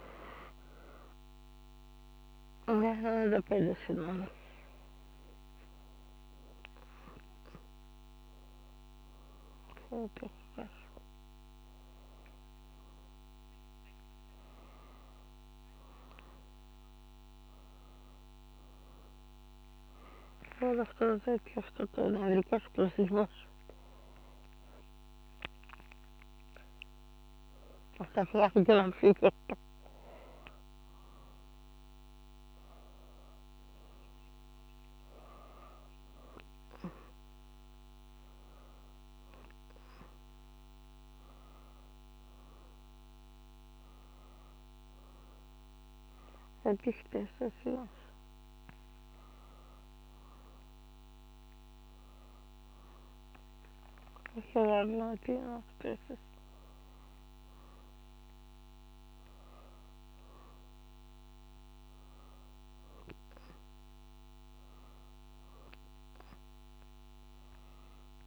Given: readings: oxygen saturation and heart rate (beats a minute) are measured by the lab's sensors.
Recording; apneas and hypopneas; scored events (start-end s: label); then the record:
a person awake in a sleep study, by a microphone on the trachea; none
5.50-21.50 s: oxygen desaturation (device-marked, oxygen 98% before, 94% lowest, heart rate 93 before, 91 extreme)
From the record:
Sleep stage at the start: awake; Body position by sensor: on the back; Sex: female